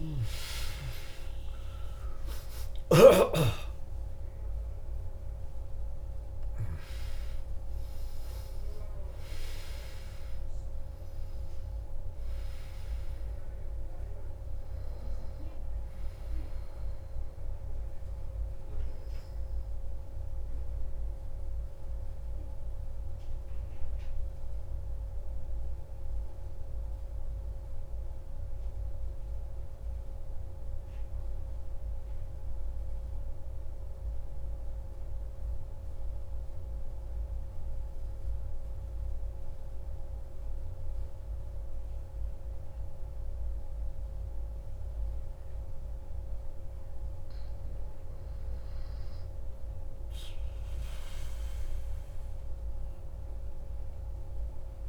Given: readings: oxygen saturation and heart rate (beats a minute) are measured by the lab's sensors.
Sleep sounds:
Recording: breathing in sleep, hard to hear, by a room microphone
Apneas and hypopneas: 1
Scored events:
0.00-23.50 s: oxygen desaturation (device-marked, oxygen 89% lowest)
20.50-45.00 s: obstructive apnea (oxygen 94% before, 89% lowest)
46.50-50.50 s: arousal
51.50-54.89 s: oxygen desaturation (device-marked, oxygen 98% before, 94% lowest)
From the record:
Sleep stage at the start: N2 (light sleep)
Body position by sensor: on the back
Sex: male

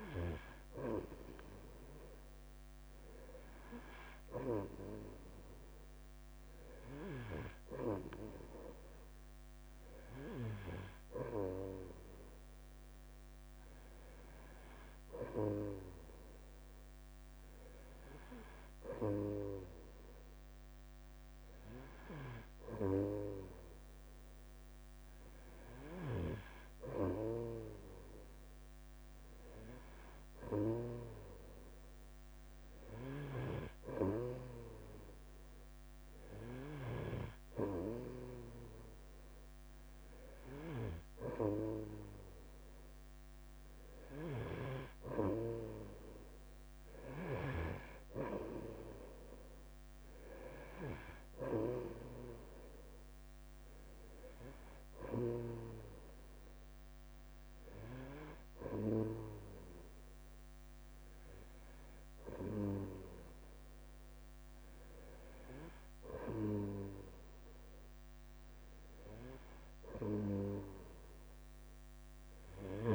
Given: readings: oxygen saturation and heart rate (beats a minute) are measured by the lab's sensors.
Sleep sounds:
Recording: breathing in sleep by a microphone on the trachea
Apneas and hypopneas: none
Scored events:
0.00-72.95 s: bradycardia (device-marked, heart rate 49 extreme)
From the record:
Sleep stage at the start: N3 (deep sleep)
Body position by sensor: on the right side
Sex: male

